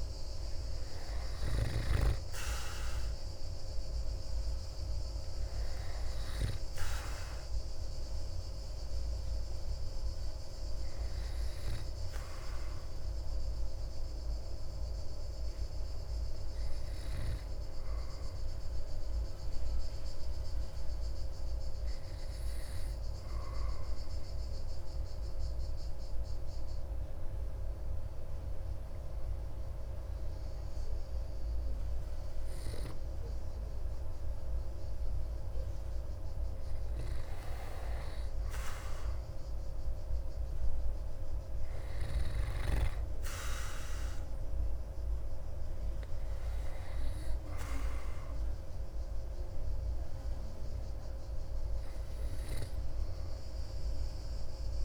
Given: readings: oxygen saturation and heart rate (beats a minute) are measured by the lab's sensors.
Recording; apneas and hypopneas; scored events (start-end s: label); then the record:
breathing in sleep by a room microphone; 1
22.50-35.00 s: obstructive apnea (oxygen 97% before, 93% lowest)
38.50-42.50 s: arousal
52.50-54.85 s: oxygen desaturation (device-marked, oxygen 96% before, 93% lowest)
From the record:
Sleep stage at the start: N2 (light sleep); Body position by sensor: on the back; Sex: male